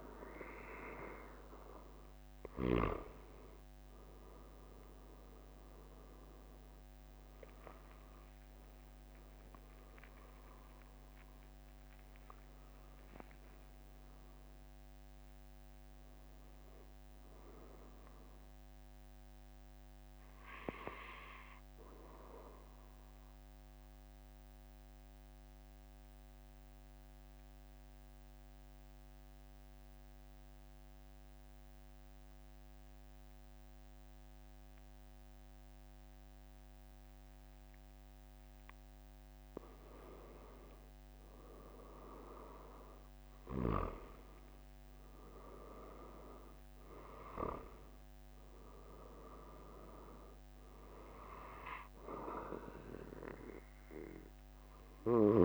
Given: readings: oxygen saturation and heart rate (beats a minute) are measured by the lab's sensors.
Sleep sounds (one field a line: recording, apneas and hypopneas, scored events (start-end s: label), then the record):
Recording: breathing in sleep by a microphone on the trachea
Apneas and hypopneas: 1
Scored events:
8.00-11.50 s: arousal
10.50-12.50 s: long interval between heartbeats (device-marked, heart rate 47 before, 98 extreme)
13.00-15.00 s: long interval between heartbeats (device-marked, heart rate 53 before, 113 extreme)
22.50-39.50 s: mixed apnea (oxygen 97% before, 93% lowest, heart rate 70 before, 42 extreme, up 4 after)
43.00-48.00 s: arousal
From the record:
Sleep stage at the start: N2 (light sleep)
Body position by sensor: on the back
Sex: male